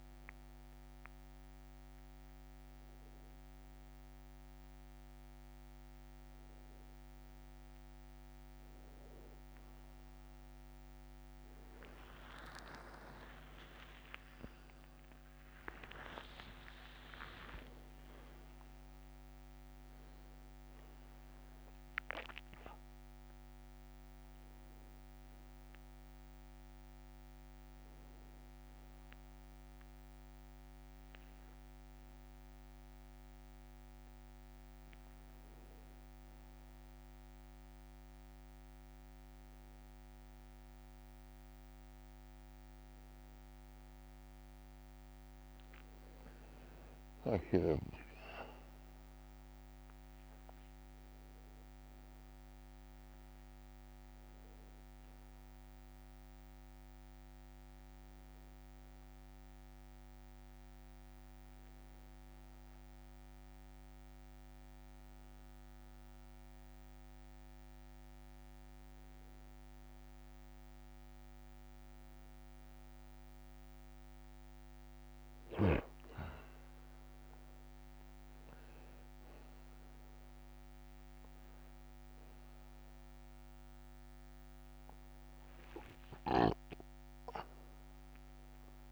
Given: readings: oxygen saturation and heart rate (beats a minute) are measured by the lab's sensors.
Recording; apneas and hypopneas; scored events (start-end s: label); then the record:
a person awake in a sleep study, by a microphone on the trachea; none
12.50-14.50 s: long interval between heartbeats (device-marked, heart rate 69 before, 82 extreme)
50.00-52.00 s: long interval between heartbeats (device-marked, heart rate 62 before, 71 extreme)
From the record:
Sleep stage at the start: awake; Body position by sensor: on the back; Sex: male